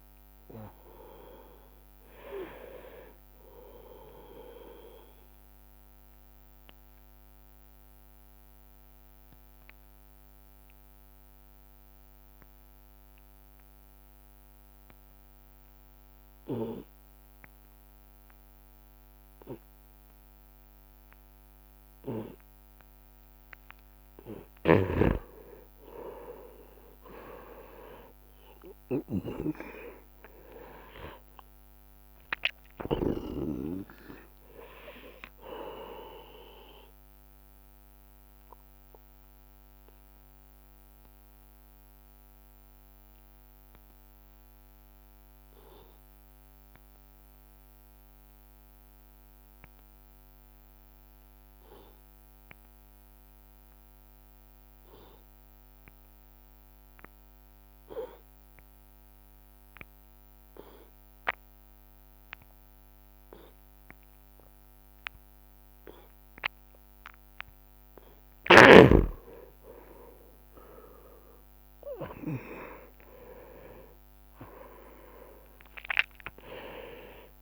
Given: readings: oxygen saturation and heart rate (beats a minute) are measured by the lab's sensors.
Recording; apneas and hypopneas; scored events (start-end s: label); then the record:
breathing in sleep by a microphone on the trachea; 2
0.00-2.50 s: arousal
0.00-9.00 s: oxygen desaturation (device-marked, oxygen 89% lowest)
7.00-24.00 s: obstructive apnea (oxygen 94% before, 90% lowest)
25.00-29.50 s: snoring (device-marked)
25.50-31.00 s: arousal
28.00-53.00 s: oxygen desaturation (device-marked, oxygen 98% before, 90% lowest)
39.50-66.50 s: obstructive apnea (oxygen 100% before, 87% lowest)
67.00-77.42 s: oxygen desaturation (device-marked, oxygen 97% before, 93% lowest)
69.50-75.00 s: arousal
From the record:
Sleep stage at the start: N2 (light sleep); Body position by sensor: on the right side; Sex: male